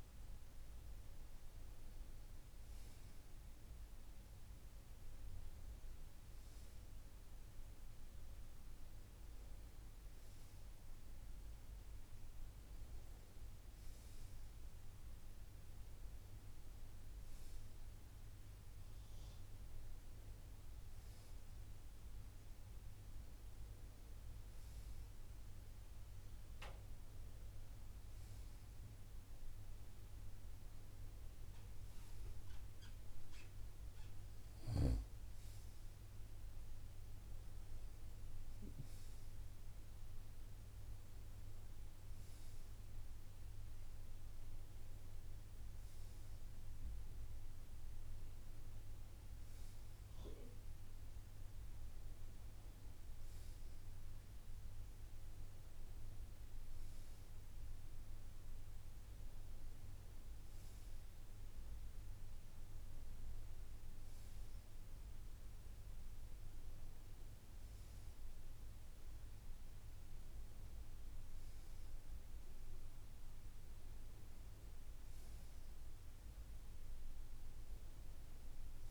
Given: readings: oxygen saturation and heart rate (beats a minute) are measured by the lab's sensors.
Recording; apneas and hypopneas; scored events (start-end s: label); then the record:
breathing in sleep, hard to hear, by a room microphone; none
77.50-78.91 s: new sleep stage, awake
From the record:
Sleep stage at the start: N2 (light sleep); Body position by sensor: on the right side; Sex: male